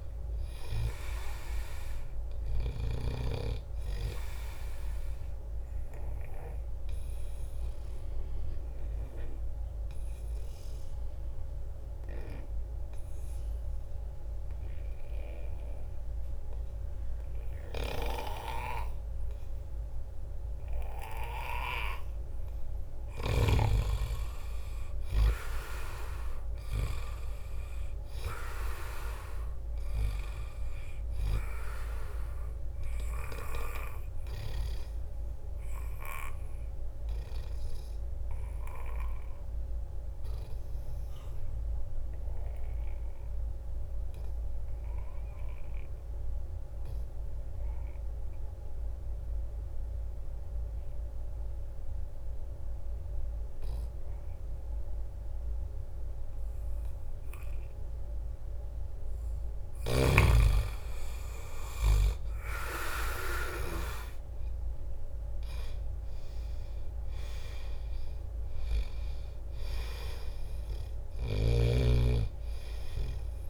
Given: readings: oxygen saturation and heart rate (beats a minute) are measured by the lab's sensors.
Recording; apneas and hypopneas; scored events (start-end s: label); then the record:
breathing in sleep by a room microphone; 2
0.00-12.00 s: oxygen desaturation (device-marked, oxygen 86% lowest, heart rate 78 extreme)
6.00-21.50 s: obstructive apnea (oxygen 96% before, 78% lowest, heart rate 84 before, 78 extreme, up 3 after)
23.50-28.00 s: arousal
26.00-45.00 s: oxygen desaturation (device-marked, oxygen 96% before, 84% lowest, heart rate 80 before, 69 extreme)
35.50-58.50 s: obstructive apnea (oxygen 96% before, 78% lowest, heart rate 81 before, 69 extreme, up 0 after)
53.00-73.50 s: oxygen desaturation (device-marked, oxygen 97% before, 78% lowest, heart rate 81 before, 27 extreme)
60.00-64.00 s: arousal
62.00-64.00 s: long interval between heartbeats (device-marked, heart rate 79 before, 69 extreme)
From the record:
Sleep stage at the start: N2 (light sleep); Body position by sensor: on the back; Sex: male